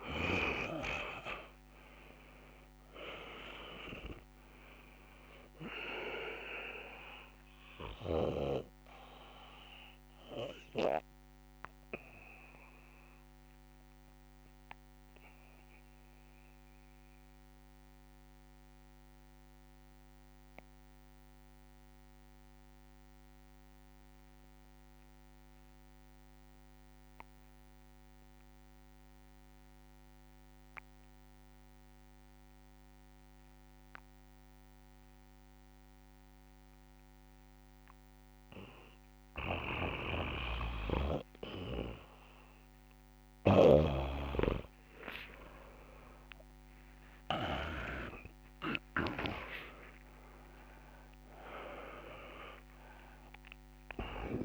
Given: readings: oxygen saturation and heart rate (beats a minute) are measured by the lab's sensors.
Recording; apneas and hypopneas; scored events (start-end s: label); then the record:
breathing in sleep by a microphone on the trachea; 1
0.00-1.50 s: arousal
0.00-24.50 s: oxygen desaturation (device-marked, oxygen 81% lowest, heart rate 62 extreme)
8.00-41.50 s: mixed apnea (oxygen 99% before, 81% lowest, heart rate 71 before, 62 extreme, up 11 after)
36.50-54.45 s: oxygen desaturation (device-marked, oxygen 99% before, 85% lowest, heart rate 70 before, 66 extreme)
39.00-43.50 s: snoring (device-marked)
45.00-51.00 s: arousal
From the record:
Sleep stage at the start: N2 (light sleep); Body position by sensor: on the back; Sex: male